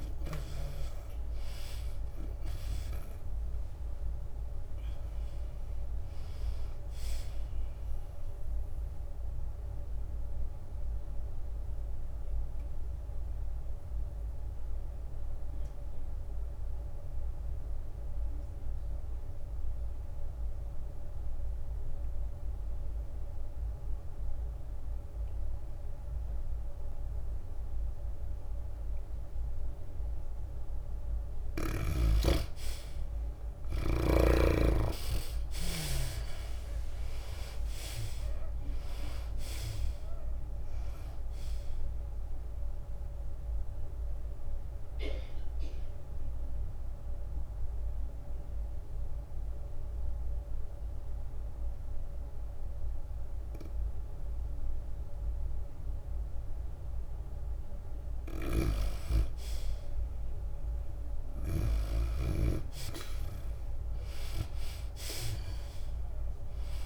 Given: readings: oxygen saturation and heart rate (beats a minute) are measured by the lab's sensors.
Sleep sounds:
breathing in sleep by a room microphone; 2
0.50-15.50 s: drop in pulse transit time (device-marked, heart rate 90 before, 94 extreme)
0.50-20.50 s: oxygen desaturation (device-marked, oxygen 96% before, 82% lowest, heart rate 90 before, 87 extreme)
4.50-8.50 s: tachycardia (device-marked, heart rate 96 before, 101 extreme)
11.00-32.00 s: obstructive apnea (oxygen 96% before, 76% lowest, heart rate 93 before, 87 extreme)
32.50-34.50 s: long interval between heartbeats (device-marked, heart rate 94 before, 87 extreme)
32.50-44.50 s: tachycardia (device-marked, heart rate 96 before, 158 extreme)
33.50-62.50 s: oxygen desaturation (device-marked, oxygen 95% before, 76% lowest, heart rate 94 before, 88 extreme)
34.50-38.50 s: arousal
37.50-52.50 s: drop in pulse transit time (device-marked, heart rate 94 before, 98 extreme)
40.00-42.00 s: long interval between heartbeats (device-marked, heart rate 96 before, 156 extreme)
44.00-59.50 s: mixed apnea (oxygen 95% before, 76% lowest, heart rate 107 before, 92 extreme, up 4 after)
63.00-66.86 s: arousal
From the record:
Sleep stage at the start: N2 (light sleep); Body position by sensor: on the back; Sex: female

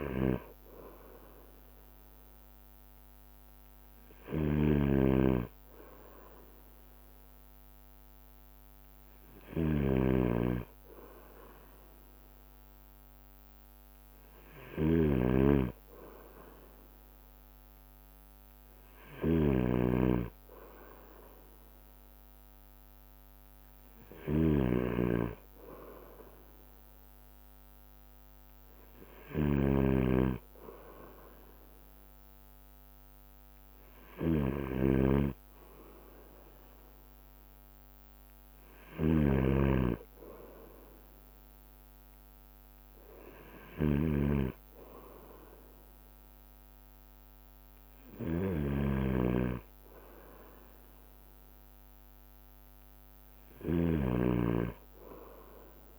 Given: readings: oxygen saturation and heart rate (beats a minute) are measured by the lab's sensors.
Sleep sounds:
breathing in sleep by a microphone on the trachea; none
0.00-1.50 s: long interval between heartbeats (device-marked, heart rate 53 extreme)
0.00-15.50 s: bradycardia (device-marked, heart rate 30 extreme)
0.00-55.99 s: snoring (device-marked)
3.50-5.50 s: long interval between heartbeats (device-marked, heart rate 55 before, 44 extreme)
9.50-11.50 s: long interval between heartbeats (device-marked, heart rate 47 before, 40 extreme)
17.50-35.50 s: bradycardia (device-marked, heart rate 38 before, 38 extreme)
19.50-21.50 s: long interval between heartbeats (device-marked, heart rate 45 before, 52 extreme)
23.50-32.50 s: drop in pulse transit time (device-marked, heart rate 46 before, 38 extreme)
24.00-26.00 s: long interval between heartbeats (device-marked, heart rate 46 before, 43 extreme)
30.00-32.00 s: long interval between heartbeats (device-marked, heart rate 48 before, 52 extreme)
42.50-44.50 s: long interval between heartbeats (device-marked, heart rate 51 before, 63 extreme)
42.50-55.99 s: bradycardia (device-marked, heart rate 38 before, 26 extreme)
47.50-55.99 s: drop in pulse transit time (device-marked, heart rate 54 before, 30 extreme)
48.50-50.50 s: long interval between heartbeats (device-marked, heart rate 54 before, 44 extreme)
52.50-54.50 s: long interval between heartbeats (device-marked, heart rate 53 before, 50 extreme)
From the record:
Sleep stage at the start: N2 (light sleep); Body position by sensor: on the right side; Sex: male

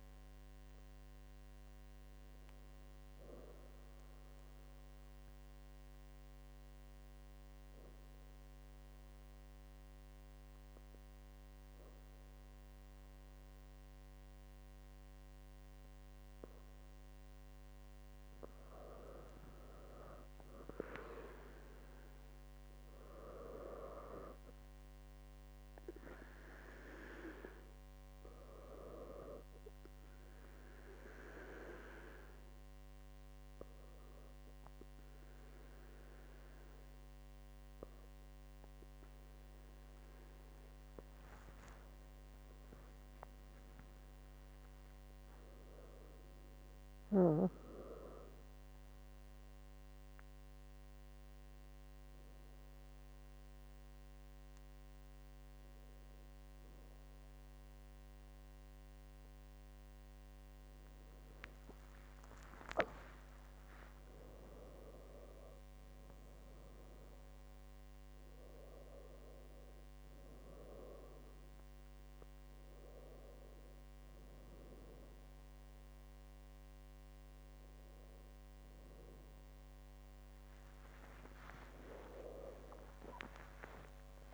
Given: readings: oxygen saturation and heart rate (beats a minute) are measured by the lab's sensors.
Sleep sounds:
breathing in sleep by a microphone on the trachea; 3
5.00-17.50 s: obstructive apnea (oxygen 98% before, 94% lowest, heart rate 69 before, 65 extreme, up 6 after)
19.50-22.50 s: arousal
30.50-40.50 s: obstructive apnea (oxygen 98% before, 94% lowest, heart rate 70 before, 66 extreme, up 8 after)
39.00-50.00 s: oxygen desaturation (device-marked, oxygen 97% before, 94% lowest, heart rate 69 before, 66 extreme)
42.00-72.00 s: new sleep stage, N1 (lightest sleep)
42.50-47.00 s: arousal
51.00-61.50 s: hypopnea (oxygen 98% before, 96% lowest, heart rate 69 before, 66 extreme, up 48 after)
72.00-84.34 s: new sleep stage, awake
From the record:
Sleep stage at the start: N2 (light sleep); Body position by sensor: on the back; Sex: female

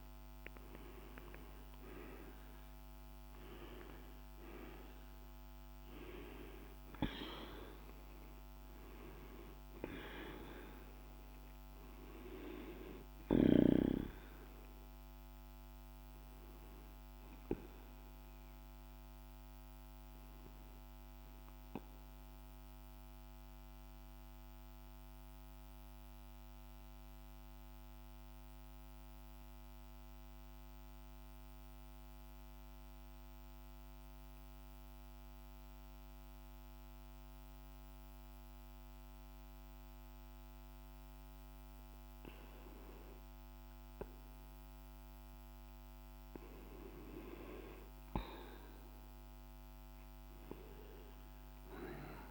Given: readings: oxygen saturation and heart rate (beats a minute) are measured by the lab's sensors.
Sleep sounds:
breathing in sleep by a microphone on the trachea; 1
0.00-2.50 s: arousal
0.00-26.00 s: oxygen desaturation (device-marked, oxygen 91% lowest, heart rate 45 extreme)
18.50-46.50 s: mixed apnea (oxygen 98% before, 91% lowest, heart rate 50 before, 45 extreme, up 7 after)
41.00-52.31 s: oxygen desaturation (device-marked, oxygen 99% before, 92% lowest, heart rate 46 before, 47 extreme)
50.50-52.31 s: arousal
From the record:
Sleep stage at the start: N2 (light sleep); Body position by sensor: on the back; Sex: male

